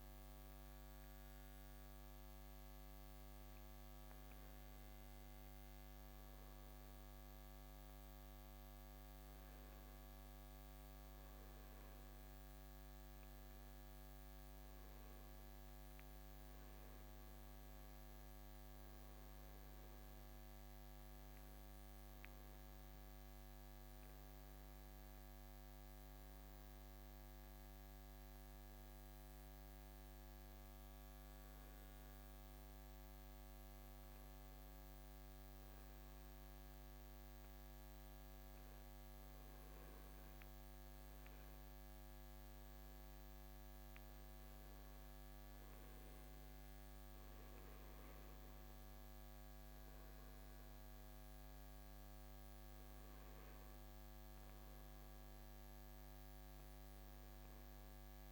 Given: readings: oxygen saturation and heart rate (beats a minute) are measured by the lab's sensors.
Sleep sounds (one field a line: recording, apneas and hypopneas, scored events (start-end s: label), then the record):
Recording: breathing in sleep, hard to hear, by a microphone on the trachea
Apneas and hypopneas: none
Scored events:
none scored
From the record:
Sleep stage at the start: N2 (light sleep)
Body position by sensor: on the right side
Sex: male